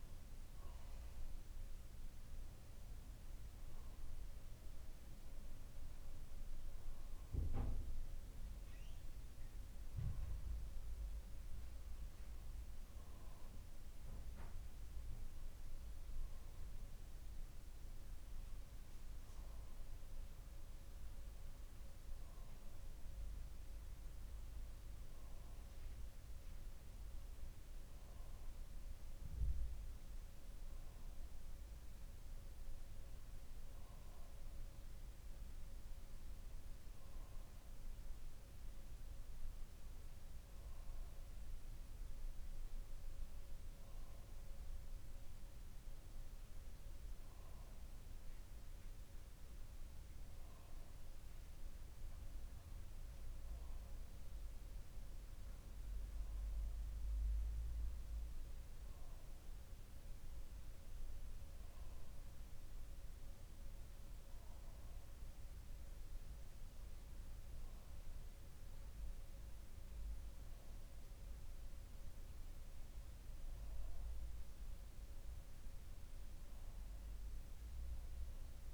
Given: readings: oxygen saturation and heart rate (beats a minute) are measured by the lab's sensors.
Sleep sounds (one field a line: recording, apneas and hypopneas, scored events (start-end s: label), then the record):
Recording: breathing in sleep, hard to hear, by a room microphone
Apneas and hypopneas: none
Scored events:
0.00-4.00 s: bradycardia (device-marked, heart rate 63 before, 59 extreme)
From the record:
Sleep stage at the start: REM sleep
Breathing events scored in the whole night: 118 in 4.5 hours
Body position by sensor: on the back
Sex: male